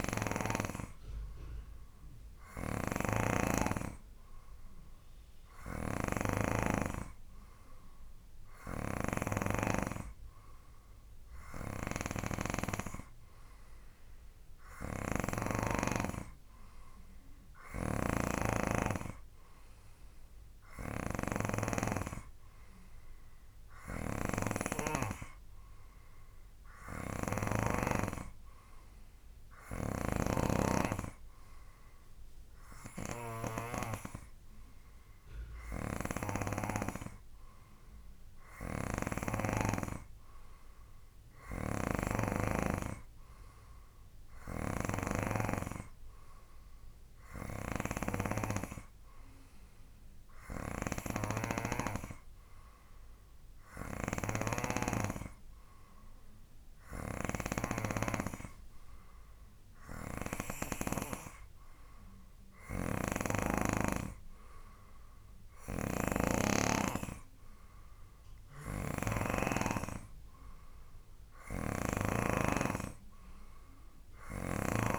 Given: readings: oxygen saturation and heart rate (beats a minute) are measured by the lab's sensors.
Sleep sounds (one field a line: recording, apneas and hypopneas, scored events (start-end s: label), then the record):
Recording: breathing in sleep by a room microphone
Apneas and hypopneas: none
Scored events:
0.00-16.00 s: snoring (device-marked)
18.00-28.00 s: snoring (device-marked)
39.00-43.00 s: snoring (device-marked)
45.00-72.50 s: snoring (device-marked)
54.50-74.98 s: new sleep stage, N3 (deep sleep)
From the record:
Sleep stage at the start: N2 (light sleep)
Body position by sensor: on the right side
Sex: male